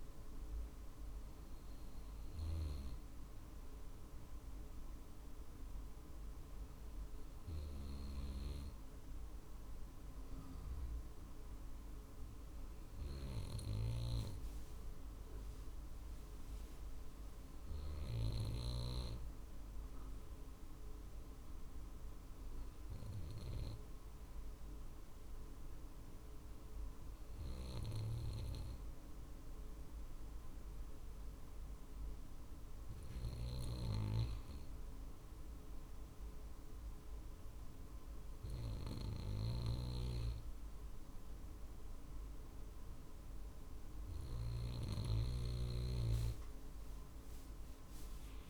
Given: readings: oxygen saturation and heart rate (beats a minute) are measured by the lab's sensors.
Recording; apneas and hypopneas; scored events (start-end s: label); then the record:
breathing in sleep by a room microphone; 1
0.00-5.50 s: drop in pulse transit time (device-marked, heart rate 50 extreme)
3.00-43.50 s: hypopnea (oxygen 96% before, 93% lowest, heart rate 51 before, 49 extreme, up 1 after)
47.00-48.50 s: arousal
From the record:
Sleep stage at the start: N2 (light sleep); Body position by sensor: on the right side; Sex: male